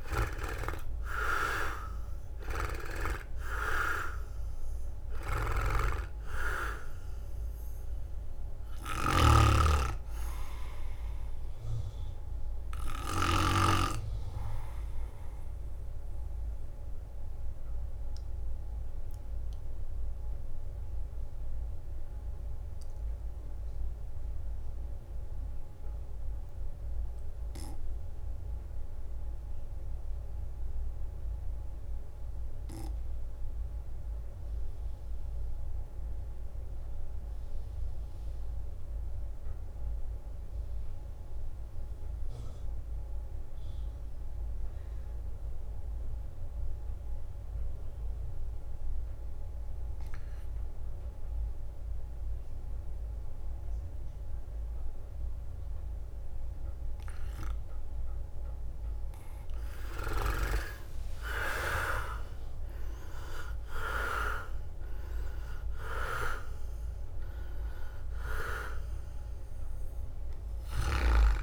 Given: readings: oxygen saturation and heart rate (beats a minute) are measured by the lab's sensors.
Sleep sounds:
breathing in sleep by a room microphone; 1
0.00-1.50 s: arousal
0.00-12.00 s: drop in pulse transit time (device-marked, heart rate 60 extreme)
0.00-33.00 s: oxygen desaturation (device-marked, oxygen 82% lowest, heart rate 51 extreme)
17.00-56.50 s: mixed apnea (oxygen 95% before, 82% lowest, heart rate 66 before, 49 extreme, up 19 after)
55.00-71.43 s: oxygen desaturation (device-marked, oxygen 99% before, 83% lowest, heart rate 53 before, 49 extreme)
59.00-64.00 s: arousal
61.00-71.43 s: drop in pulse transit time (device-marked, heart rate 54 before, 51 extreme)
62.00-64.50 s: leg movement (device-marked)
From the record:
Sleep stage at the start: REM sleep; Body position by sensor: on the right side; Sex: male

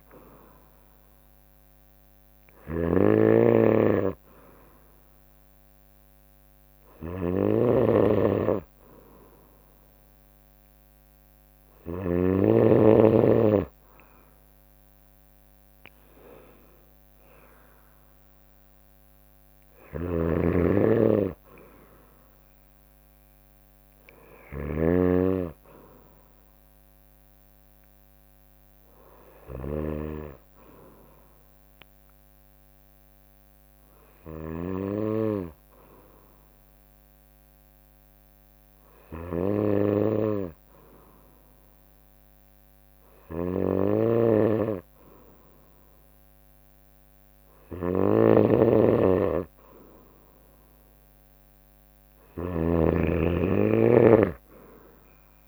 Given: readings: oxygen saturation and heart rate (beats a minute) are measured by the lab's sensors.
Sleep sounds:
breathing in sleep by a microphone on the trachea; none
0.00-12.00 s: snoring (device-marked)
0.00-17.00 s: oxygen desaturation (device-marked, oxygen 94% lowest, heart rate 60 extreme)
19.50-52.50 s: snoring (device-marked)
50.00-55.48 s: drop in pulse transit time (device-marked, heart rate 62 before, 63 extreme)
From the record:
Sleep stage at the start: N2 (light sleep); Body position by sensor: on the right side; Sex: female

